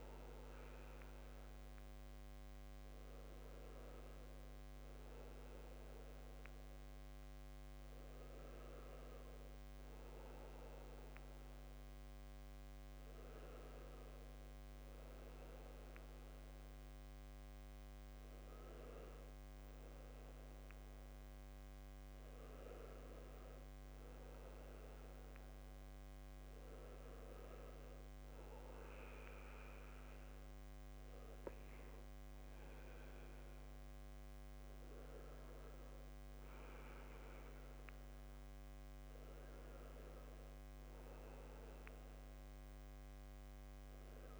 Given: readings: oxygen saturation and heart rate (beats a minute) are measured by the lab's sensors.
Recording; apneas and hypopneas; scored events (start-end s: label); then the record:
breathing in sleep, hard to hear, by a microphone on the trachea; none
21.50-44.40 s: new sleep stage, N2 (light sleep)
From the record:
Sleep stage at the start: N1 (lightest sleep); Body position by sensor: on the back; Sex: male